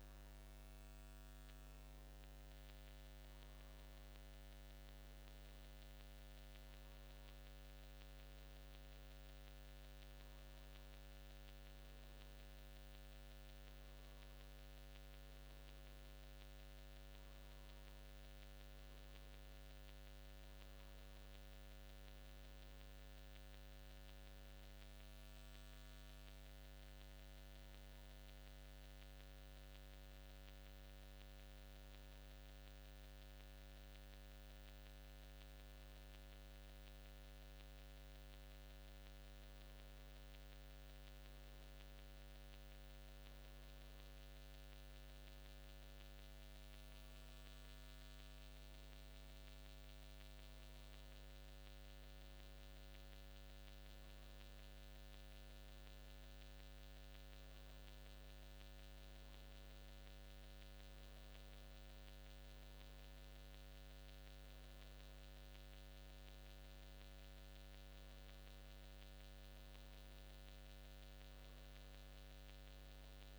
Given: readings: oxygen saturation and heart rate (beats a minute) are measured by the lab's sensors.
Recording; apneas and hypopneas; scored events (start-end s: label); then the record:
breathing in sleep, hard to hear, by a microphone on the trachea; none
none scored
From the record:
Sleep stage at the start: N2 (light sleep); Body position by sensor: on the back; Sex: male